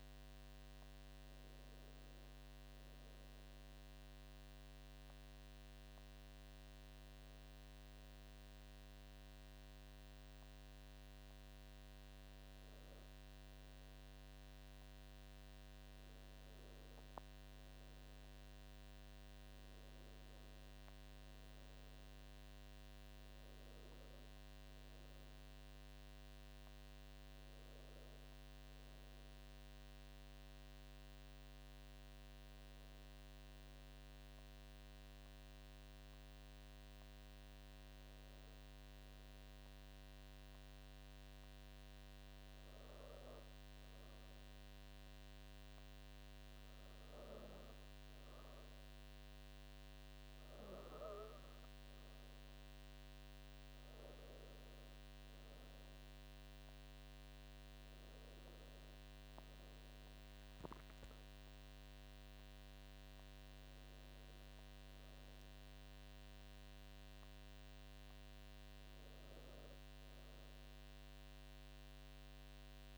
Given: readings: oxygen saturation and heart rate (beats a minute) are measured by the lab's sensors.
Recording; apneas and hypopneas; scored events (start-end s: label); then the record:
breathing in sleep, hard to hear, by a microphone on the trachea; 2
3.50-14.50 s: hypopnea (oxygen 98% before, 95% lowest, heart rate 74 before, 67 extreme, up 4 after)
16.50-20.50 s: arousal
22.00-72.97 s: new sleep stage, N2 (light sleep)
32.50-47.50 s: hypopnea (oxygen 97% before, 95% lowest, heart rate 70 before, 68 extreme, up 4 after)
52.50-58.50 s: arousal
From the record:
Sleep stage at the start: N1 (lightest sleep); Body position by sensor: on the back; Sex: female